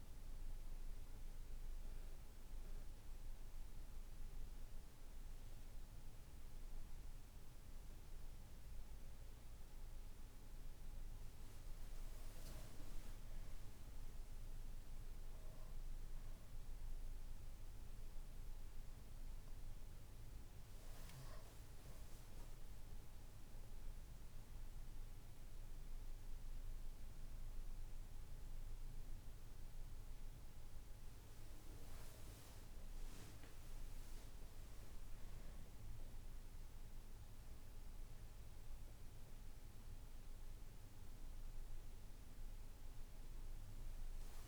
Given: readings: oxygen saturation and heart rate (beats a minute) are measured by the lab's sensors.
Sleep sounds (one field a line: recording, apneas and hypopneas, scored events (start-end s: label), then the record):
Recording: breathing in sleep, hard to hear, by a room microphone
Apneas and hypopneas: 1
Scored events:
1.00-12.00 s: hypopnea (oxygen 96% before, 94% lowest, heart rate 69 before, 61 extreme, up 12 after)
14.00-18.00 s: arousal
From the record:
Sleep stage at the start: N2 (light sleep)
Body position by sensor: on the back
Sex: male